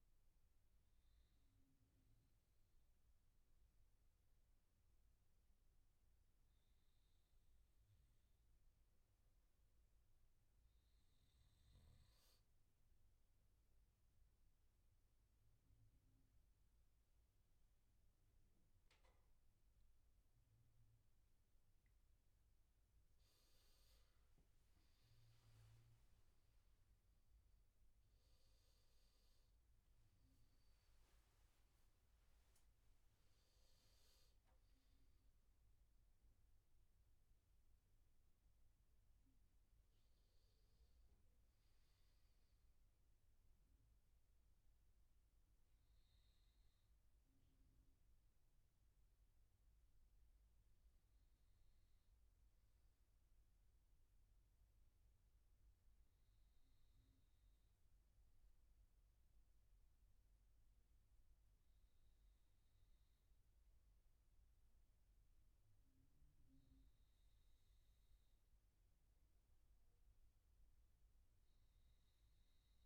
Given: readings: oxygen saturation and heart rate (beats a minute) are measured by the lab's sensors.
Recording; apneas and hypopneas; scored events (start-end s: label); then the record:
breathing in sleep, hard to hear, by a room microphone; 1
1.00-12.00 s: obstructive apnea (oxygen 97% before, 95% lowest, heart rate 81 before, 79 extreme, up 10 after)
12.50-16.50 s: arousal
From the record:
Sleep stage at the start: N2 (light sleep); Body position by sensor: on the right side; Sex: male